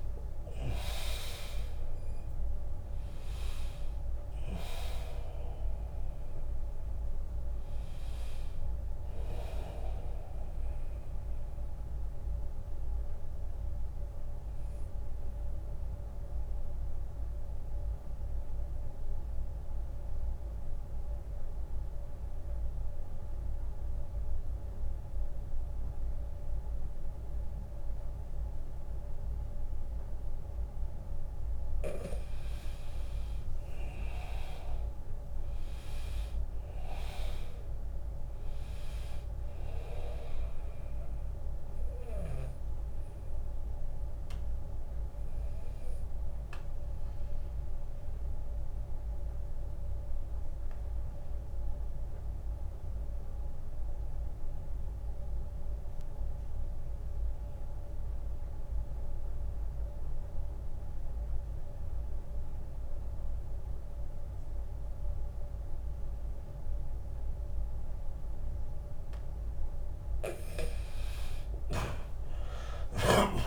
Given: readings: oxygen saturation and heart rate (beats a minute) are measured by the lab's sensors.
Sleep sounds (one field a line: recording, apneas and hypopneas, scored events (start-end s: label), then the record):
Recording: breathing in sleep by a room microphone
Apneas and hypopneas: 2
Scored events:
0.00-6.00 s: drop in pulse transit time (device-marked, heart rate 77 extreme)
0.00-17.00 s: oxygen desaturation (device-marked, oxygen 84% lowest, heart rate 75 extreme)
12.00-31.50 s: mixed apnea (oxygen 99% before, 84% lowest, heart rate 86 before, 72 extreme, up 2 after)
34.00-37.00 s: arousal
35.00-59.00 s: oxygen desaturation (device-marked, oxygen 100% before, 90% lowest, heart rate 83 before, 68 extreme)
44.50-68.00 s: mixed apnea (oxygen 100% before, 83% lowest, heart rate 80 before, 68 extreme, up 18 after)
71.00-73.00 s: long interval between heartbeats (device-marked, heart rate 75 before, 73 extreme)
72.00-73.47 s: arousal
From the record:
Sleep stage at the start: N2 (light sleep)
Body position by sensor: on the back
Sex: male